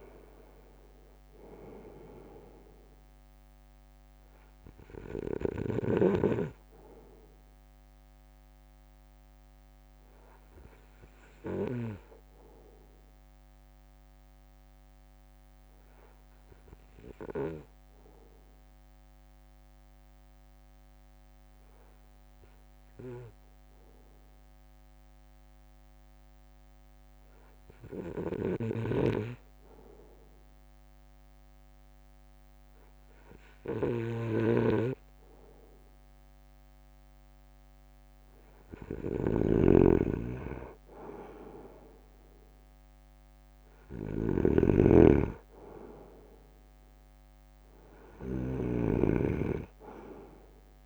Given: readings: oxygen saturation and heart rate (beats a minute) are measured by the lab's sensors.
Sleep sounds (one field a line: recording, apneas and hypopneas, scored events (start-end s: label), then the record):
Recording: breathing in sleep by a microphone on the trachea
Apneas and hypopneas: 1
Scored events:
0.00-11.50 s: drop in pulse transit time (device-marked, heart rate 55 extreme)
1.00-5.00 s: arousal
5.50-12.00 s: snoring (device-marked)
11.50-35.00 s: obstructive apnea (oxygen 97% before, 94% lowest, heart rate 58 before, 54 extreme, up 1 after)
28.50-50.86 s: snoring (device-marked)
36.50-39.50 s: arousal
43.50-50.86 s: drop in pulse transit time (device-marked, heart rate 59 before, 54 extreme)
From the record:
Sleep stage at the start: N2 (light sleep)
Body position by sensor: on the front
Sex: male